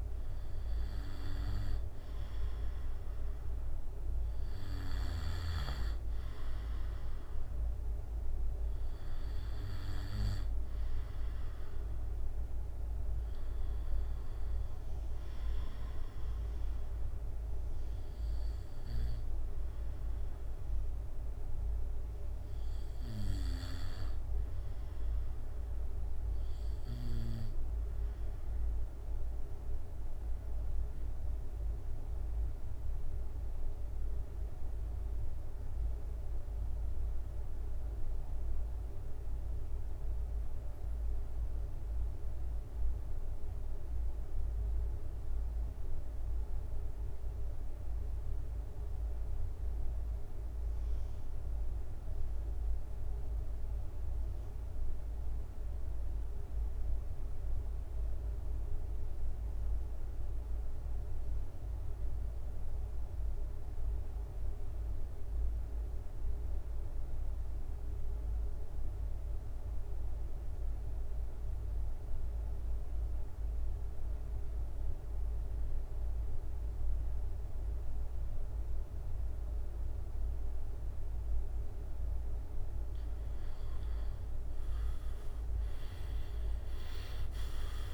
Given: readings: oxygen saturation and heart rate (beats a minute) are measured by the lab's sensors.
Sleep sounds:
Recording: breathing in sleep, hard to hear, by a room microphone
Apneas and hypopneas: 1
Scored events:
0.00-3.00 s: arousal
25.00-82.50 s: obstructive apnea (oxygen 96% before, 86% lowest, heart rate 67 before, 67 extreme, up 13 after)
43.50-87.94 s: oxygen desaturation (device-marked, oxygen 96% before, 86% lowest, heart rate 68 before, 64 extreme)
84.50-87.94 s: arousal
From the record:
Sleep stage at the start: N2 (light sleep)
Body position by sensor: on the back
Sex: male

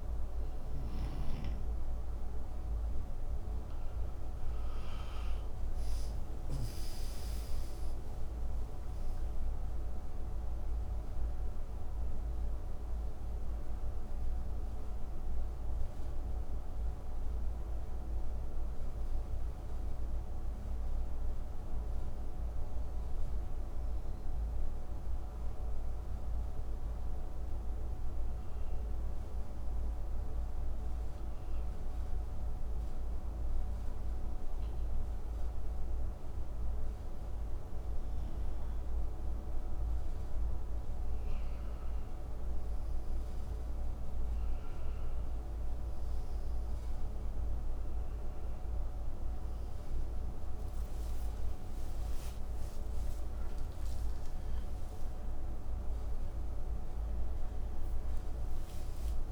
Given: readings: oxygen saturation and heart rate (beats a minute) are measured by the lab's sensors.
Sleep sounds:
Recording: breathing in sleep, hard to hear, by a room microphone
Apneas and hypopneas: 1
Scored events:
0.50-6.50 s: snoring (device-marked)
2.50-8.00 s: arousal
14.00-35.00 s: oxygen desaturation (device-marked, oxygen 95% before, 90% lowest, heart rate 70 before, 59 extreme)
14.50-27.00 s: hypopnea (oxygen 95% before, 90% lowest, heart rate 70 before, 59 extreme, up 3 after)
29.50-33.50 s: arousal
43.00-59.32 s: new sleep stage, N1 (lightest sleep)
52.00-59.32 s: arousal
From the record:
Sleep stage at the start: N2 (light sleep)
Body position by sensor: on the right side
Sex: male

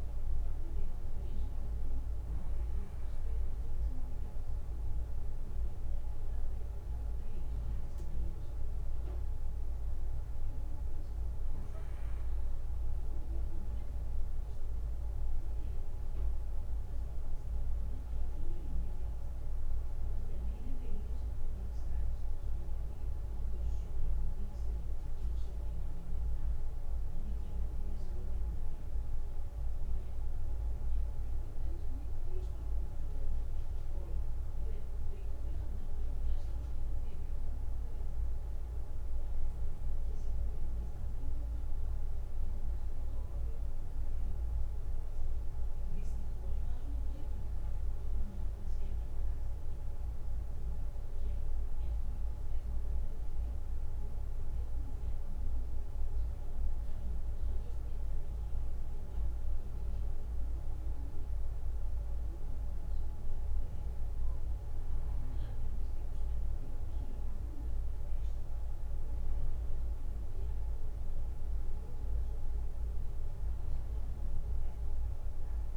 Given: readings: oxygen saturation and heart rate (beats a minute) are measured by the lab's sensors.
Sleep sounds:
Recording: breathing in sleep, hard to hear, by a room microphone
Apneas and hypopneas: none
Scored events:
33.50-37.00 s: arousal
From the record:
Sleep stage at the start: N2 (light sleep)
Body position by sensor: on the back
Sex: male

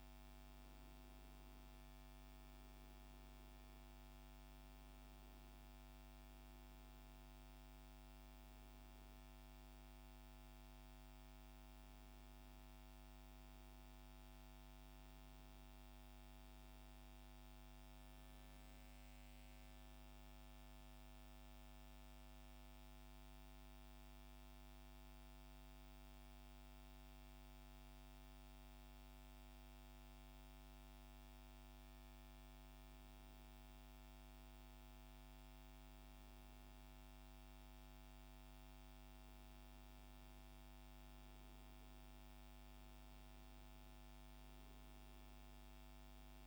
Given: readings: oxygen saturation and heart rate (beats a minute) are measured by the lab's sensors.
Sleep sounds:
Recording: breathing in sleep, hard to hear, by a microphone on the trachea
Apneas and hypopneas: 1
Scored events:
0.00-13.00 s: oxygen desaturation (device-marked, oxygen 91% lowest, heart rate 68 extreme)
15.00-18.50 s: arousal
20.50-32.50 s: obstructive apnea (oxygen 97% before, 93% lowest, heart rate 71 before, 68 extreme, up 5 after)
35.50-39.00 s: arousal
37.00-46.47 s: oxygen desaturation (device-marked, oxygen 97% before, 94% lowest, heart rate 71 before, 67 extreme)
From the record:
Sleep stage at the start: N2 (light sleep)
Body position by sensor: on the back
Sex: male

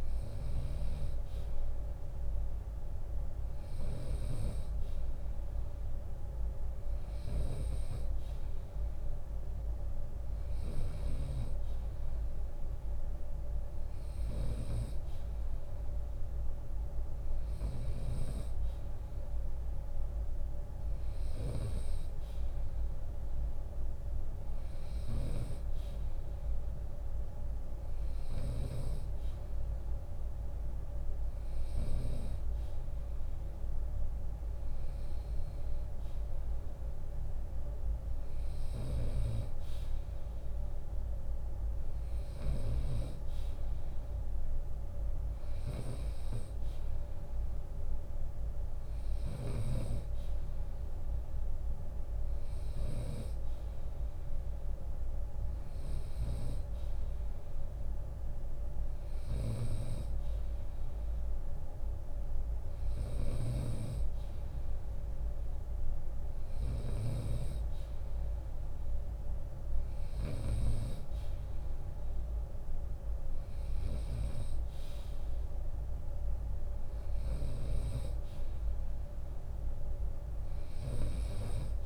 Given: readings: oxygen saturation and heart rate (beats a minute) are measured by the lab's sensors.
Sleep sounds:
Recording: breathing in sleep by a room microphone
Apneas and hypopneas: none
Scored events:
0.00-3.50 s: snoring (device-marked)
10.00-21.00 s: snoring (device-marked)
36.50-38.50 s: long interval between heartbeats (device-marked, heart rate 79 before, 77 extreme)
38.00-42.00 s: snoring (device-marked)
39.00-41.00 s: long interval between heartbeats (device-marked, heart rate 78 before, 79 extreme)
48.50-52.50 s: snoring (device-marked)
62.00-77.00 s: snoring (device-marked)
65.50-77.50 s: drop in pulse transit time (device-marked, heart rate 77 before, 80 extreme)
From the record:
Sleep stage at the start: N2 (light sleep)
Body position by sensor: on the right side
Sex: male

